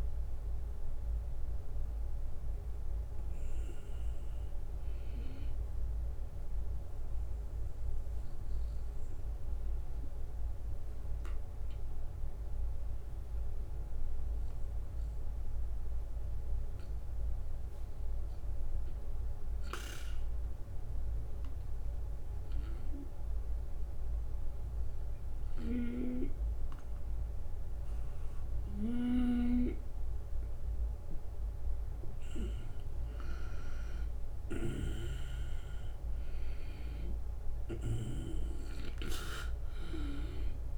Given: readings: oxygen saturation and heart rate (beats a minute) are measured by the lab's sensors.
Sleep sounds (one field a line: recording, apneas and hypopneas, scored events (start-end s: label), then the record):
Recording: breathing in sleep by a room microphone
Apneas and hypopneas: 1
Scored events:
0.00-1.50 s: drop in pulse transit time (device-marked, heart rate 76 extreme)
10.00-23.50 s: obstructive apnea (oxygen 94% before, 90% lowest, heart rate 80 before, 78 extreme, up 2 after)
22.00-39.00 s: snoring (device-marked)
30.00-35.50 s: arousal
From the record:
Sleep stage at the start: N2 (light sleep)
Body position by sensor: on the right side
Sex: male